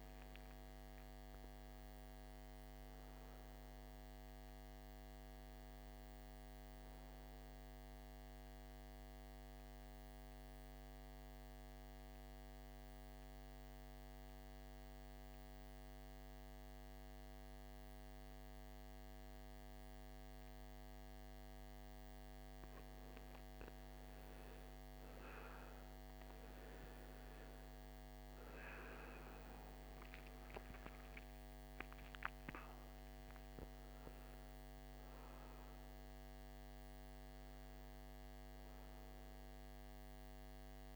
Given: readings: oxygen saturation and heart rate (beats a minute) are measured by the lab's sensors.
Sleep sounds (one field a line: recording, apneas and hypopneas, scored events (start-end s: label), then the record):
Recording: breathing in sleep, hard to hear, by a microphone on the trachea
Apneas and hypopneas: 1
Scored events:
0.00-2.50 s: arousal
0.00-13.50 s: oxygen desaturation (device-marked, oxygen 92% lowest, heart rate 55 extreme)
6.50-21.50 s: central apnea (oxygen 97% before, 88% lowest, heart rate 60 before, 55 extreme, up 12 after)
27.50-40.96 s: oxygen desaturation (device-marked, oxygen 95% before, 88% lowest, heart rate 58 before, 55 extreme)
28.50-32.50 s: arousal
From the record:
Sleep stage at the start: N2 (light sleep)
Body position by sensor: on the right side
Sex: male